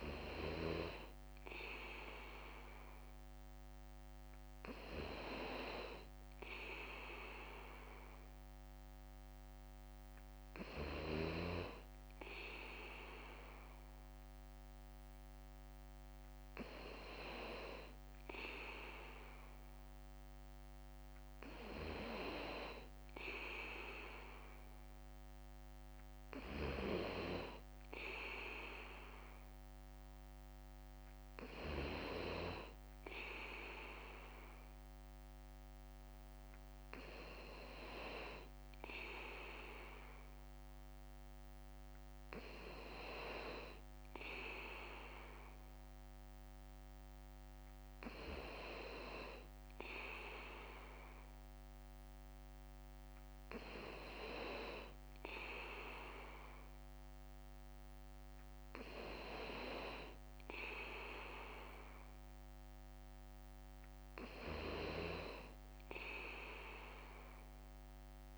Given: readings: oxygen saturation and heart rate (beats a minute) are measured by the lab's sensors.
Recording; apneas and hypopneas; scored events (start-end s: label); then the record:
breathing in sleep by a microphone on the trachea; none
0.00-68.37 s: bradycardia (device-marked, heart rate 55 extreme)
From the record:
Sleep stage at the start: N2 (light sleep); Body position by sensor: on the back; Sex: male